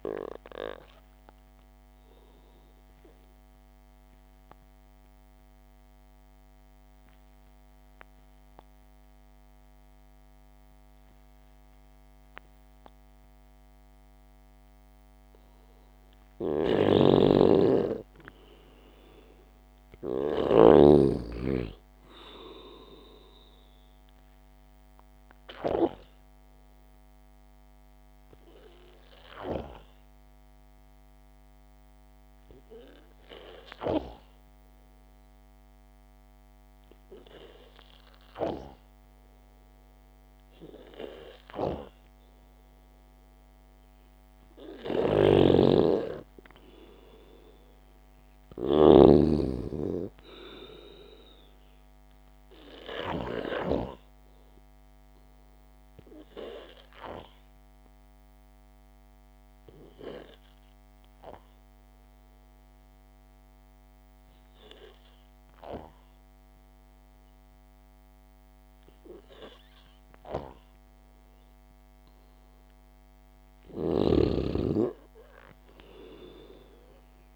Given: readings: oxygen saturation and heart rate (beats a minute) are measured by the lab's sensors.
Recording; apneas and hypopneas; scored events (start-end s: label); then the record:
breathing in sleep by a microphone on the trachea; 3
2.00-13.00 s: oxygen desaturation (device-marked, oxygen 97% before, 93% lowest, heart rate 60 before, 57 extreme)
3.50-15.00 s: obstructive apnea (oxygen 98% before, 90% lowest, heart rate 60 before, 57 extreme, up 6 after)
17.00-21.00 s: snoring (device-marked)
17.50-21.50 s: arousal
29.50-45.00 s: hypopnea (oxygen 96% before, 90% lowest, heart rate 60 before, 55 extreme, up 1 after)
38.00-44.00 s: oxygen desaturation (device-marked, oxygen 95% before, 91% lowest, heart rate 61 before, 55 extreme)
45.50-49.50 s: snoring (device-marked)
46.50-51.00 s: arousal
53.00-74.00 s: oxygen desaturation (device-marked, oxygen 96% before, 90% lowest, heart rate 61 before, 54 extreme)
57.00-73.00 s: hypopnea (oxygen 96% before, 90% lowest, heart rate 60 before, 54 extreme)
74.00-77.36 s: snoring (device-marked)
74.50-77.36 s: arousal
From the record:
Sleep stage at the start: N2 (light sleep); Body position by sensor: on the back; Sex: male